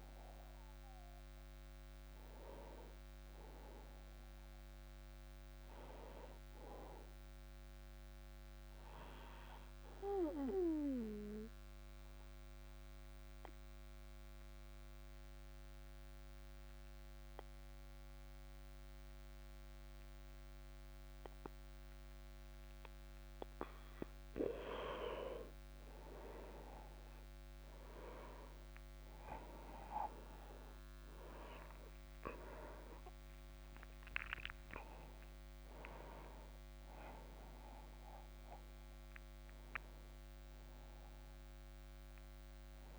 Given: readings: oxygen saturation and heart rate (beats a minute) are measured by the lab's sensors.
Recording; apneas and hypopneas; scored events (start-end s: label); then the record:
breathing in sleep by a microphone on the trachea; 1
0.00-7.00 s: oxygen desaturation (device-marked, oxygen 93% lowest, heart rate 27 extreme)
8.00-23.00 s: obstructive apnea (oxygen 98% before, 94% lowest)
26.00-30.00 s: arousal
34.00-42.98 s: oxygen desaturation (device-marked, oxygen 98% before, 94% lowest, heart rate 37 before, 28 extreme)
From the record:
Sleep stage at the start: N2 (light sleep); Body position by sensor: on the back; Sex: male